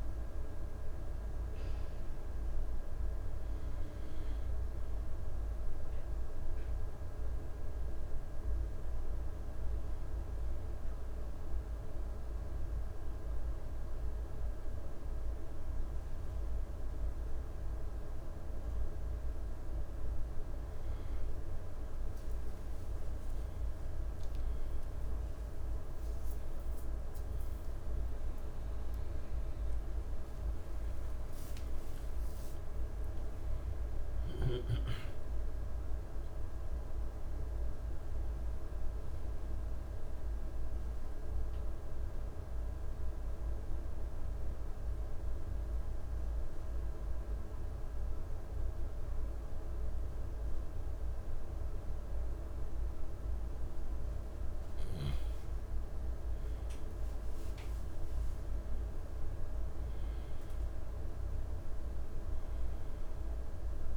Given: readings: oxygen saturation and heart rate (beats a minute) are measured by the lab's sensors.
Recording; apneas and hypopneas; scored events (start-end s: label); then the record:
breathing in sleep, hard to hear, by a room microphone; 1
30.00-34.50 s: arousal
37.00-55.50 s: mixed apnea (oxygen 97% before, 94% lowest, heart rate 67 before, 52 extreme, up 10 after)
57.00-63.97 s: oxygen desaturation (device-marked, oxygen 97% before, 94% lowest, heart rate 57 before, 52 extreme)
57.50-61.00 s: arousal
From the record:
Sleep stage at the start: N2 (light sleep); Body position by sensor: on the left side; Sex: male